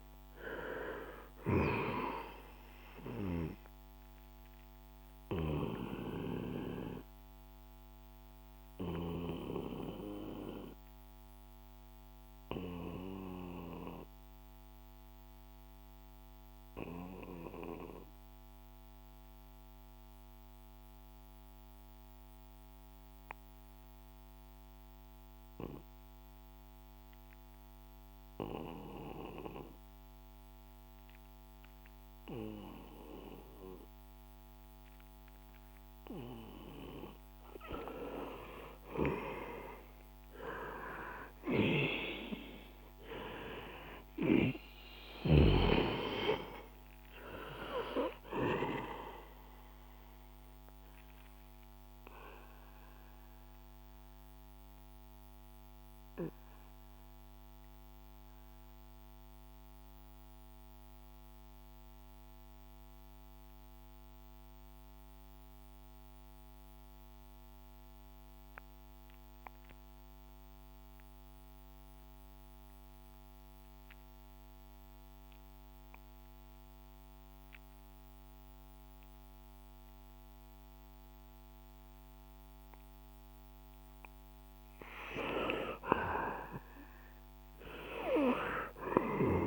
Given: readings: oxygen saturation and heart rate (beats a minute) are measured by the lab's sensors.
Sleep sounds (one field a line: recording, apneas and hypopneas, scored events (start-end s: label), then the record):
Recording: breathing in sleep by a microphone on the trachea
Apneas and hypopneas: 2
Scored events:
0.00-24.00 s: oxygen desaturation (device-marked, oxygen 97% before, 88% lowest, heart rate 63 before, 59 extreme)
3.00-36.00 s: obstructive apnea (oxygen 99% before, 88% lowest, heart rate 64 before, 59 extreme, up 6 after)
37.00-67.00 s: oxygen desaturation (device-marked, oxygen 98% before, 88% lowest, heart rate 62 before, 60 extreme)
37.50-42.00 s: arousal
51.50-85.00 s: obstructive apnea (oxygen 98% before, 87% lowest, heart rate 65 before, 60 extreme, up 8 after)
82.00-89.47 s: new sleep stage, N2 (light sleep)
85.00-89.47 s: oxygen desaturation (device-marked, oxygen 98% before, 87% lowest, heart rate 68 before, 60 extreme)
86.50-89.47 s: arousal
From the record:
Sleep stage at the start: REM sleep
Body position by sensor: on the back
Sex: male